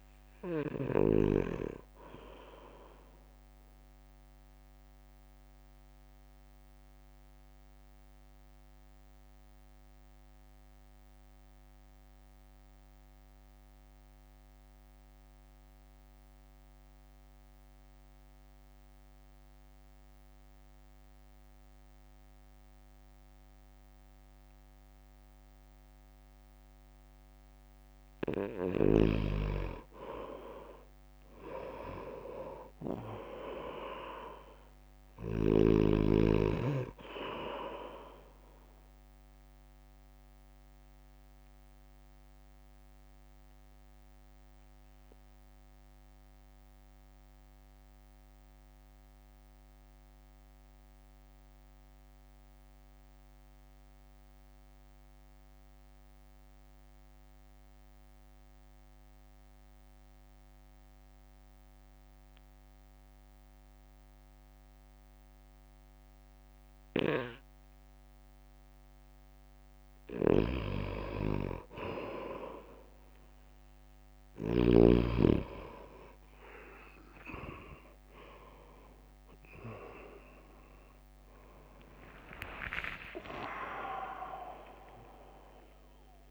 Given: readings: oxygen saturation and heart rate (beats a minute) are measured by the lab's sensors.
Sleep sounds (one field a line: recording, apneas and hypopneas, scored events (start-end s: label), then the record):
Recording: breathing in sleep by a microphone on the trachea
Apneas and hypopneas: 2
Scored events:
0.00-1.00 s: snoring (device-marked)
0.00-6.50 s: drop in pulse transit time (device-marked, heart rate 52 extreme)
6.00-29.50 s: mixed apnea (oxygen 98% before, 90% lowest, heart rate 56 before, 47 extreme, up 3 after)
14.50-22.50 s: oxygen desaturation (device-marked, oxygen 93% before, 90% lowest, heart rate 54 before, 47 extreme)
31.50-35.50 s: arousal
33.50-43.50 s: drop in pulse transit time (device-marked, heart rate 60 before, 47 extreme)
33.50-46.50 s: oxygen desaturation (device-marked, oxygen 98% before, 93% lowest, heart rate 60 before, 48 extreme)
39.50-70.50 s: mixed apnea (oxygen 98% before, 91% lowest, heart rate 58 before, 50 extreme, up 3 after)
48.50-60.50 s: oxygen desaturation (device-marked, oxygen 96% before, 91% lowest, heart rate 54 before, 50 extreme)
70.00-74.50 s: snoring (device-marked)
71.50-81.50 s: oxygen desaturation (device-marked, oxygen 97% before, 93% lowest, heart rate 59 before, 50 extreme)
79.50-86.31 s: drop in pulse transit time (device-marked, heart rate 56 before, 59 extreme)
81.50-85.50 s: arousal
From the record:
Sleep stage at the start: N2 (light sleep)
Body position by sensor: on the right side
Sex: male